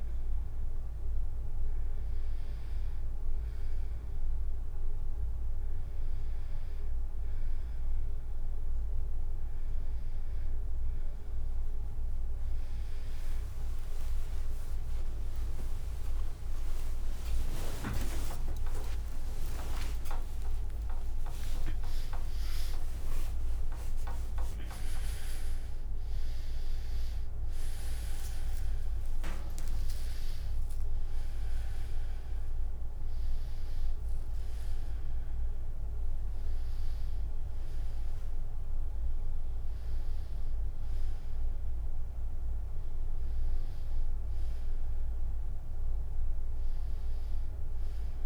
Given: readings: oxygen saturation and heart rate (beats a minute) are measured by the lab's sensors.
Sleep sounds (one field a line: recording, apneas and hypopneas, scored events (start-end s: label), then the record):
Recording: a person awake in a sleep study, by a room microphone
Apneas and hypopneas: none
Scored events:
10.50-22.50 s: tachycardia (device-marked, heart rate 78 before, 184 extreme)
22.50-23.50 s: drop in pulse transit time (device-marked, heart rate 113 before, 150 extreme)
27.50-33.50 s: tachycardia (device-marked, heart rate 80 before, 102 extreme)
From the record:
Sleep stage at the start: awake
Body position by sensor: on the back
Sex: female